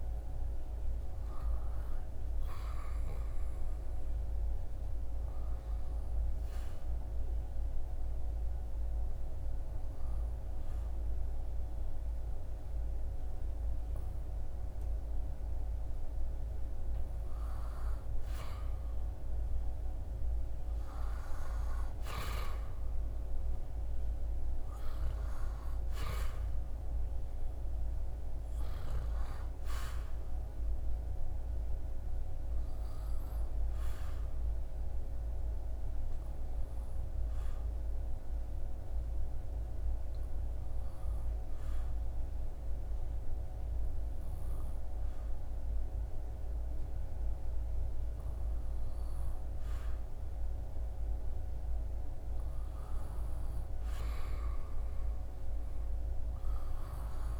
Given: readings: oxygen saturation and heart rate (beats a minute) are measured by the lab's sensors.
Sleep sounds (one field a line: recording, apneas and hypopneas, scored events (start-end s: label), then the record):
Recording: breathing in sleep, hard to hear, by a room microphone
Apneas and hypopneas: 2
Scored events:
0.00-9.00 s: oxygen desaturation (device-marked, oxygen 94% lowest, heart rate 74 extreme)
4.50-16.00 s: obstructive apnea (oxygen 98% before, 94% lowest, heart rate 77 before, 72 extreme, up 1 after)
18.00-21.00 s: arousal
22.00-42.00 s: oxygen desaturation (device-marked, oxygen 98% before, 94% lowest, heart rate 77 before, 71 extreme)
33.50-51.50 s: obstructive apnea (oxygen 98% before, 94% lowest, heart rate 76 before, 71 extreme, up 3 after)
55.50-57.40 s: arousal
From the record:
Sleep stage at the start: N2 (light sleep)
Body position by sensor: on the back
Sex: male